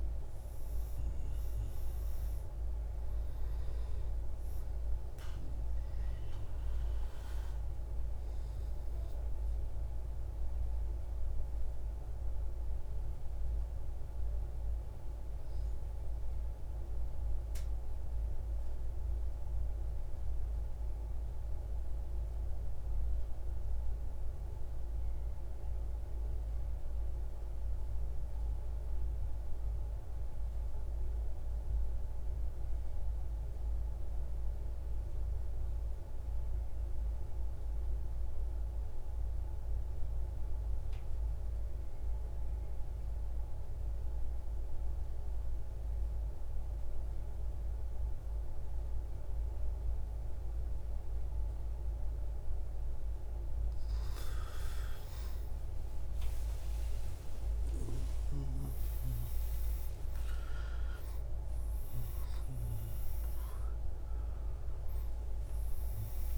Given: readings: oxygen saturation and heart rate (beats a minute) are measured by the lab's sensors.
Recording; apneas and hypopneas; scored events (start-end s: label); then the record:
breathing in sleep, hard to hear, by a room microphone; 1
0.00-18.00 s: oxygen desaturation (device-marked, oxygen 91% lowest, heart rate 74 extreme)
16.50-52.50 s: mixed apnea (oxygen 97% before, 89% lowest, heart rate 121 before, 95 extreme)
47.00-66.38 s: oxygen desaturation (device-marked, oxygen 98% before, 89% lowest, heart rate 157 before, 113 extreme)
55.00-61.00 s: arousal
From the record:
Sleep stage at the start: N2 (light sleep); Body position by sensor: on the right side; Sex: male